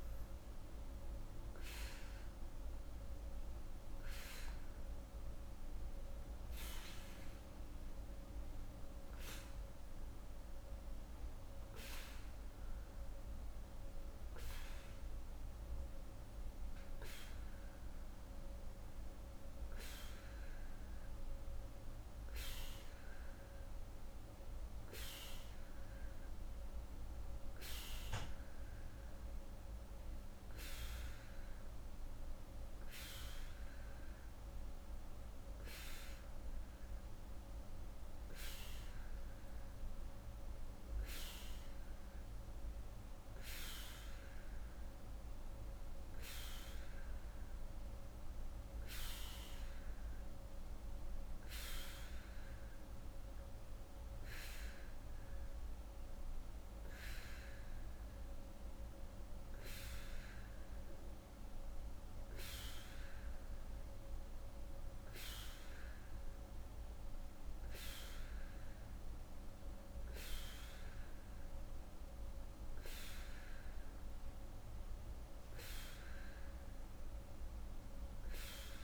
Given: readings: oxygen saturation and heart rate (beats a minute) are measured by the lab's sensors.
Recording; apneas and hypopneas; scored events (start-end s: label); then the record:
breathing in sleep by a room microphone; none
none scored
From the record:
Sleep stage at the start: N2 (light sleep); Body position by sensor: on the right side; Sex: female